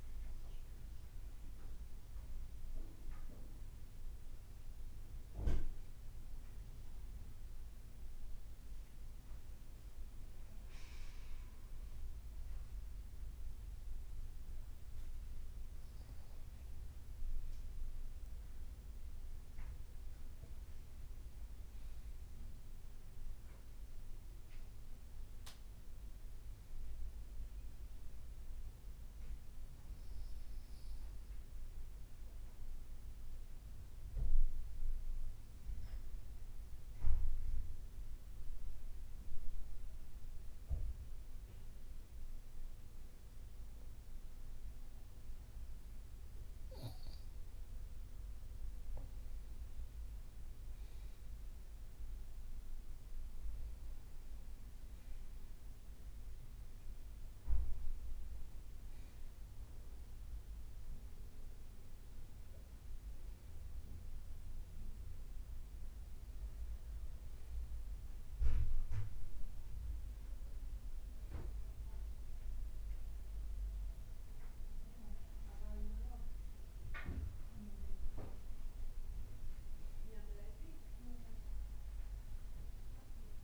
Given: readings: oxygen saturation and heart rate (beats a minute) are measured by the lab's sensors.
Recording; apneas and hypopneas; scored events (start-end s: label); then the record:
breathing in sleep by a room microphone; 1
2.50-62.50 s: new sleep stage, N2 (light sleep)
19.00-23.50 s: arousal
28.50-48.00 s: obstructive apnea (oxygen 97% before, 94% lowest, heart rate 55 before, 51 extreme, up 5 after)
50.00-54.50 s: arousal
62.50-83.44 s: new sleep stage, N1 (lightest sleep)
From the record:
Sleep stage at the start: N1 (lightest sleep); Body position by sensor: on the back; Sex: male